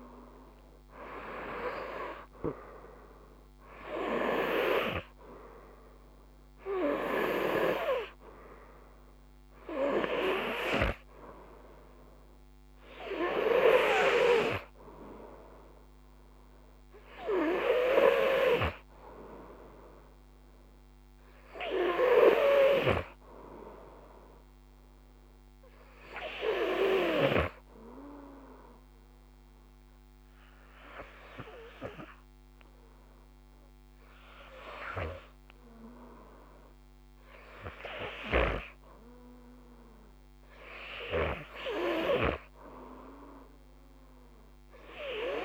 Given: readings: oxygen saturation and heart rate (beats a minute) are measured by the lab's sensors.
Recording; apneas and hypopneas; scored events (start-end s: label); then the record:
breathing in sleep by a microphone on the trachea; 1
0.00-2.00 s: arousal
0.00-29.50 s: oxygen desaturation (device-marked, oxygen 92% lowest, heart rate 52 extreme)
21.50-26.50 s: snoring (device-marked)
28.50-39.50 s: hypopnea (oxygen 95% before, 92% lowest, heart rate 55 before, 52 extreme, up 3 after)
43.00-45.45 s: arousal
From the record:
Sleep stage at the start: REM sleep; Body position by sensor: on the front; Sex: male